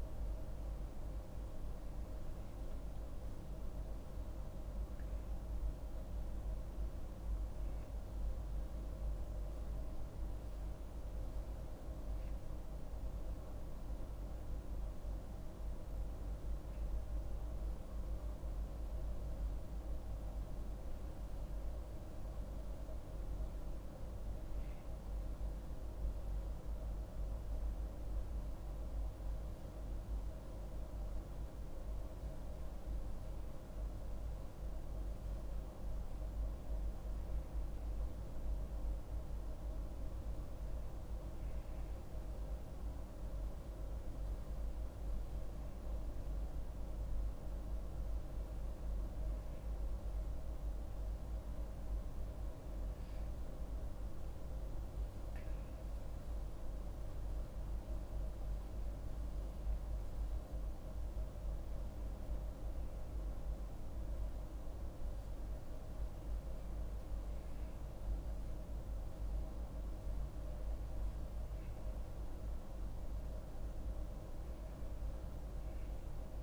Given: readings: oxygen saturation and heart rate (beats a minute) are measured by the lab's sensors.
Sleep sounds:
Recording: breathing in sleep, hard to hear, by a room microphone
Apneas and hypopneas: none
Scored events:
2.50-6.00 s: arousal
From the record:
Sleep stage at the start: N1 (lightest sleep)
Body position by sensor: on the back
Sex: female

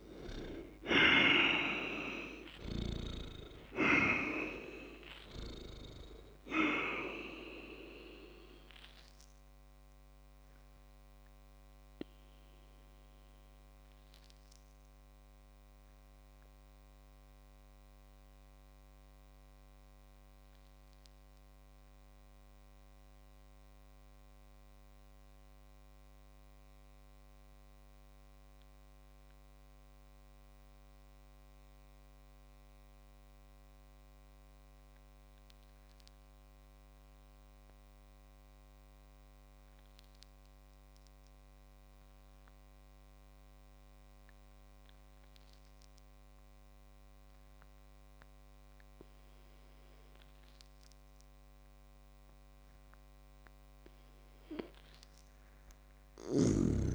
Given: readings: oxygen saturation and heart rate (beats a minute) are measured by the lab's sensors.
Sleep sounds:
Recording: breathing in sleep by a microphone on the trachea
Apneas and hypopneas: 1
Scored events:
0.00-2.50 s: snoring (device-marked)
0.00-3.00 s: arousal
9.50-52.50 s: obstructive apnea (oxygen 100% before, 95% lowest)
51.00-56.94 s: oxygen desaturation (device-marked, oxygen 100% before, 95% lowest)
55.50-56.94 s: snoring (device-marked)
From the record:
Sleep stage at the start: N2 (light sleep)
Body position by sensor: on the back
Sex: male

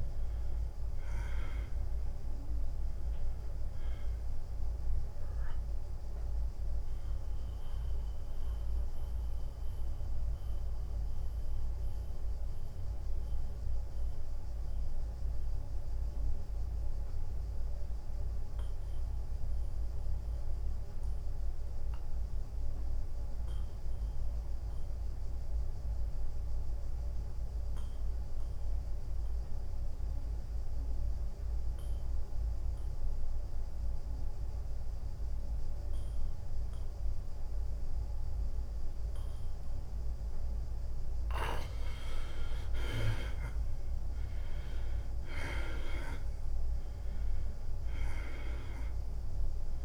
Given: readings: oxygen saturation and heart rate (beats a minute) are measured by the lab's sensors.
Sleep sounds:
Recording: breathing in sleep by a room microphone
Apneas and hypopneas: 1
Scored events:
0.00-10.00 s: drop in pulse transit time (device-marked, heart rate 86 extreme)
6.50-40.50 s: mixed apnea (oxygen 98% before, 83% lowest, heart rate 86 before, 81 extreme, up 6 after)
20.00-29.00 s: oxygen desaturation (device-marked, oxygen 96% before, 87% lowest, heart rate 86 before, 81 extreme)
42.00-49.85 s: drop in pulse transit time (device-marked, heart rate 85 before, 88 extreme)
44.00-49.00 s: arousal
44.00-49.85 s: oxygen desaturation (device-marked, oxygen 97% before, 93% lowest, heart rate 85 before, 83 extreme)
From the record:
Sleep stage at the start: N2 (light sleep)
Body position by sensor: on the back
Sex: male

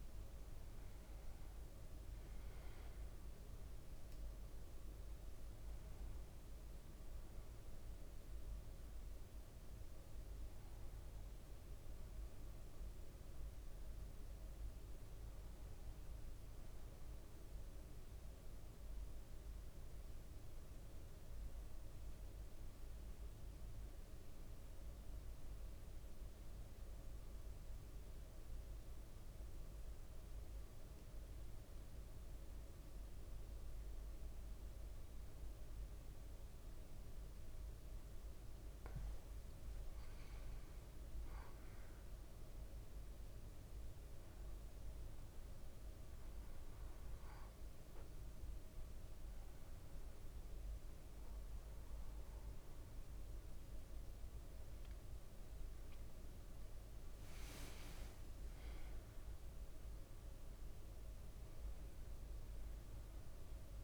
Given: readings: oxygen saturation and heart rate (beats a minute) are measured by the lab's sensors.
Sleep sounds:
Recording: breathing in sleep, hard to hear, by a room microphone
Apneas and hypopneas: 1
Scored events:
0.00-18.50 s: oxygen desaturation (device-marked, oxygen 93% lowest, heart rate 55 extreme)
23.00-38.00 s: central apnea (oxygen 100% before, 96% lowest, heart rate 56 before, 55 extreme, up 3 after)
39.00-44.00 s: arousal
50.50-63.84 s: new sleep stage, N1 (lightest sleep)
56.50-58.00 s: leg movement (device-marked)
From the record:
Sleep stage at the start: N2 (light sleep)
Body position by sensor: on the back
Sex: male

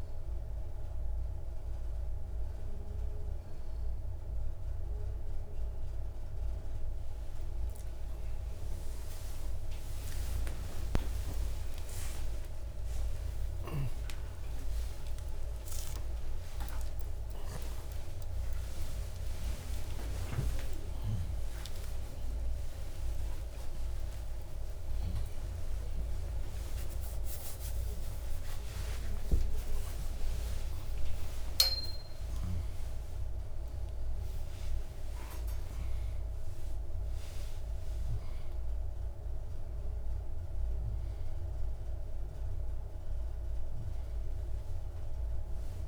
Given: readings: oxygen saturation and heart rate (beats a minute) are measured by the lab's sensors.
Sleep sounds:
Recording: a person awake in a sleep study, by a room microphone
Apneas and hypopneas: none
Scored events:
17.50-45.88 s: new sleep stage, awake
From the record:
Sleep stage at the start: N2 (light sleep)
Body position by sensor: on the back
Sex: male

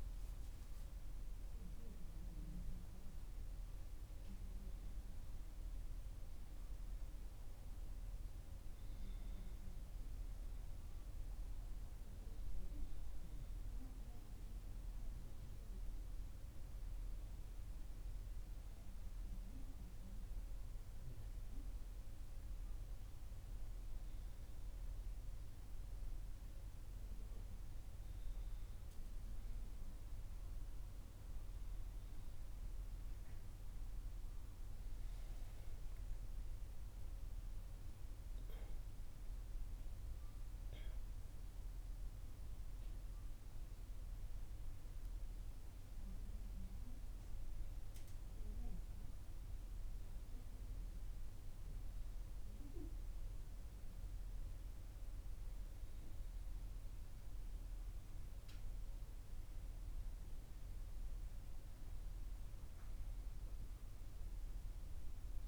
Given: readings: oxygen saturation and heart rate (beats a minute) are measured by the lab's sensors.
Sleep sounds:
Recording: a person awake in a sleep study, hard to hear, by a room microphone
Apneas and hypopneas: none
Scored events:
none scored
From the record:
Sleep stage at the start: awake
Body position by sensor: on the back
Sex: female

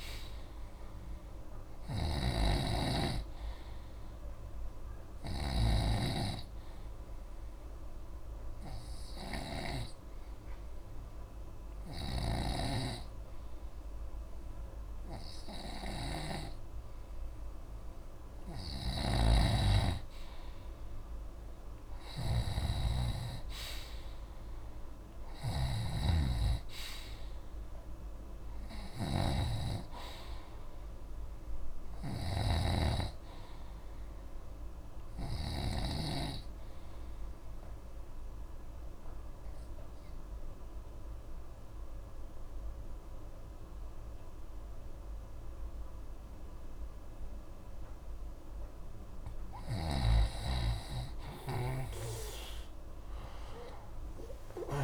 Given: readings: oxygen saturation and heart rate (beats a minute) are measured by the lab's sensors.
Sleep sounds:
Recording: breathing in sleep by a room microphone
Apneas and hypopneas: 2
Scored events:
0.00-10.00 s: snoring (device-marked)
1.50-16.50 s: oxygen desaturation (device-marked, oxygen 93% before, 89% lowest, heart rate 73 before, 28 extreme)
7.50-18.50 s: hypopnea (oxygen 94% before, 87% lowest, heart rate 72 before, 28 extreme)
12.00-16.50 s: snoring (device-marked)
18.50-36.00 s: snoring (device-marked)
20.00-24.50 s: arousal
27.50-46.50 s: oxygen desaturation (device-marked, oxygen 93% before, 88% lowest, heart rate 81 before, 28 extreme)
36.50-50.00 s: obstructive apnea (oxygen 93% before, 87% lowest, heart rate 86 before, 37 extreme)
From the record:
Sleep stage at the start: N2 (light sleep)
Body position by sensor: on the back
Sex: male

